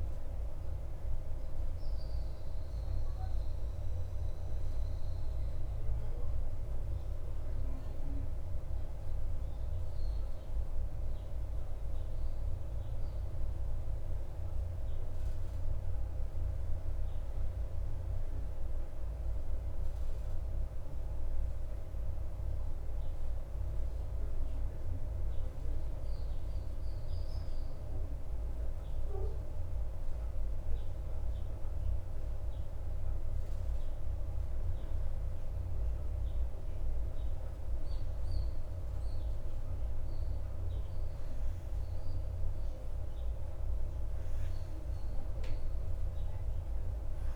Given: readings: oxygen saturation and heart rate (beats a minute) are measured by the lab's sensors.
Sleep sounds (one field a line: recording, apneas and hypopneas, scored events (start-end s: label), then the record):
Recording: breathing in sleep, hard to hear, by a room microphone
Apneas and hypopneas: 1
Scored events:
0.00-18.50 s: oxygen desaturation (device-marked, oxygen 93% lowest, heart rate 52 extreme)
8.00-30.50 s: central apnea (oxygen 96% before, 91% lowest, heart rate 55 before, 52 extreme, up 1 after)
32.50-37.50 s: arousal
From the record:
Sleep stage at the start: N2 (light sleep)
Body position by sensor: on the back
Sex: male